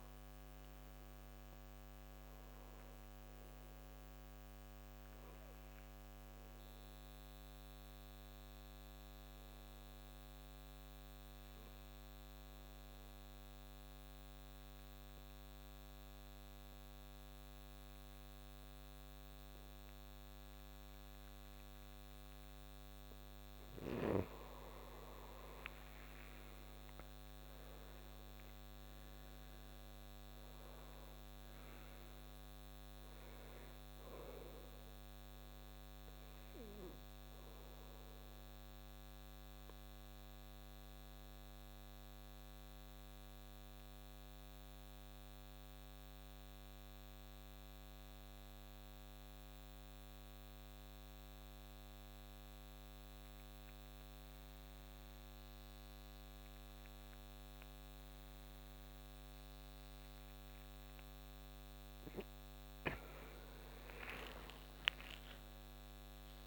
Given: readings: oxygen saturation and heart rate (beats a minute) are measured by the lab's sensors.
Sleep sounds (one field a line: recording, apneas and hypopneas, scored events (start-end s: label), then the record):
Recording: breathing in sleep, hard to hear, by a microphone on the trachea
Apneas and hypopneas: 2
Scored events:
0.00-14.50 s: oxygen desaturation (device-marked, oxygen 90% lowest, heart rate 63 extreme)
8.00-23.00 s: obstructive apnea (oxygen 93% before, 81% lowest, heart rate 84 before, 61 extreme, up 12 after)
21.50-46.50 s: oxygen desaturation (device-marked, oxygen 96% before, 84% lowest, heart rate 70 before, 61 extreme)
25.00-30.00 s: arousal
38.00-62.00 s: obstructive apnea (oxygen 96% before, 80% lowest, heart rate 72 before, 62 extreme, up 18 after)
56.50-66.47 s: oxygen desaturation (device-marked, oxygen 98% before, 81% lowest, heart rate 67 before, 64 extreme)
64.00-66.47 s: arousal
From the record:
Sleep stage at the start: N2 (light sleep)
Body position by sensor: on the back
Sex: male